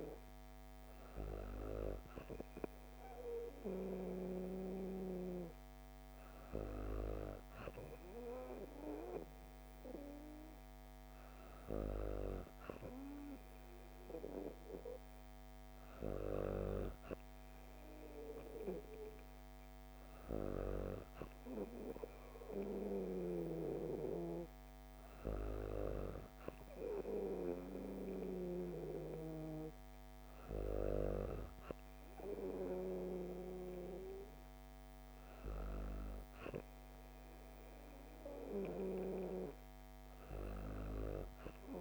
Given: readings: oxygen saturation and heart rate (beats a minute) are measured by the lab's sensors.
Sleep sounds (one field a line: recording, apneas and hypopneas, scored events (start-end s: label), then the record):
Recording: breathing in sleep by a microphone on the trachea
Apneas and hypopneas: none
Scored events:
none scored
From the record:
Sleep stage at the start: N2 (light sleep)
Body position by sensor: on the back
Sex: female